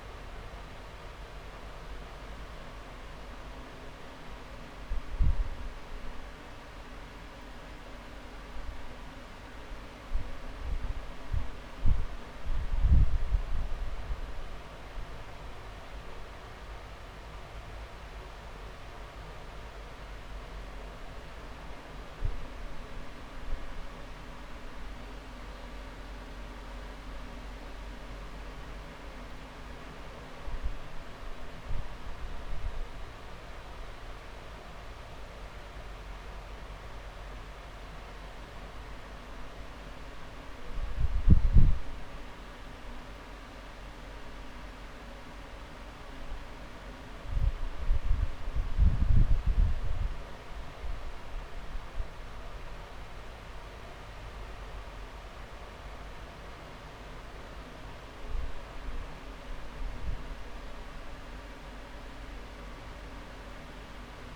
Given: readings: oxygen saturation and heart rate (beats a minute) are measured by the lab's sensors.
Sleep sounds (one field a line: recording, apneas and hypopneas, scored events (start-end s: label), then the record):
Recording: breathing in sleep, hard to hear, by a room microphone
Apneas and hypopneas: none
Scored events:
19.50-21.50 s: long interval between heartbeats (device-marked)
41.00-43.00 s: long interval between heartbeats (device-marked)
49.50-51.50 s: long interval between heartbeats (device-marked)
52.00-56.00 s: drop in pulse transit time (device-marked)
53.00-55.00 s: long interval between heartbeats (device-marked)
From the record:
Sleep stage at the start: N2 (light sleep)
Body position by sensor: on the back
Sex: male